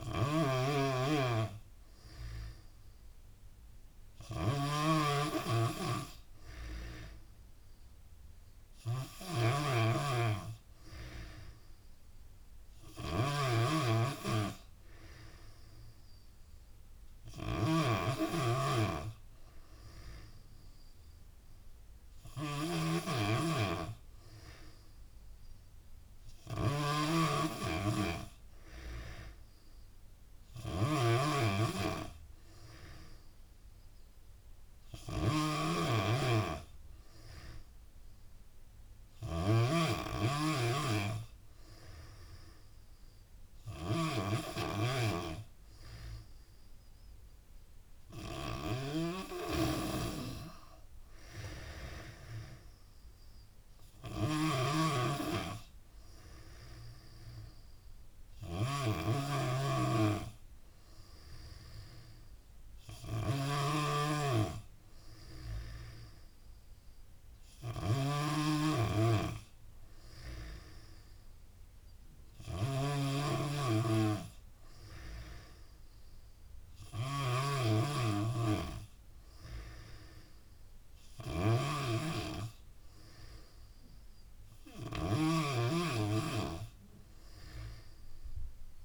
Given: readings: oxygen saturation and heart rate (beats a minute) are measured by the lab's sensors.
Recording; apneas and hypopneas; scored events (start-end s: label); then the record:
breathing in sleep by a room microphone; none
0.00-88.85 s: snoring (device-marked)
2.00-10.00 s: tachycardia (device-marked, heart rate 89 before, 117 extreme)
5.50-7.50 s: long interval between heartbeats (device-marked, heart rate 93 before, 106 extreme)
11.00-13.00 s: long interval between heartbeats (device-marked, heart rate 96 before, 110 extreme)
19.50-21.50 s: long interval between heartbeats (device-marked, heart rate 99 before, 96 extreme)
25.00-30.00 s: tachycardia (device-marked, heart rate 89 before, 106 extreme)
27.50-29.50 s: long interval between heartbeats (device-marked, heart rate 100 before, 96 extreme)
33.00-39.00 s: tachycardia (device-marked, heart rate 90 before, 105 extreme)
36.00-38.00 s: long interval between heartbeats (device-marked, heart rate 96 before, 102 extreme)
46.50-48.50 s: long interval between heartbeats (device-marked, heart rate 98 before, 89 extreme)
49.00-54.00 s: tachycardia (device-marked, heart rate 90 before, 108 extreme)
51.00-53.00 s: long interval between heartbeats (device-marked, heart rate 95 before, 100 extreme)
65.00-67.00 s: long interval between heartbeats (device-marked, heart rate 92 before, 92 extreme)
66.00-68.00 s: tachycardia (device-marked, heart rate 90 before, 92 extreme)
69.50-71.50 s: long interval between heartbeats (device-marked, heart rate 93 before, 101 extreme)
74.50-76.50 s: long interval between heartbeats (device-marked, heart rate 93 before, 98 extreme)
83.00-88.85 s: tachycardia (device-marked, heart rate 91 before, 109 extreme)
86.50-88.50 s: long interval between heartbeats (device-marked, heart rate 94 before, 107 extreme)
From the record:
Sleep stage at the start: N3 (deep sleep); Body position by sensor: on the back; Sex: female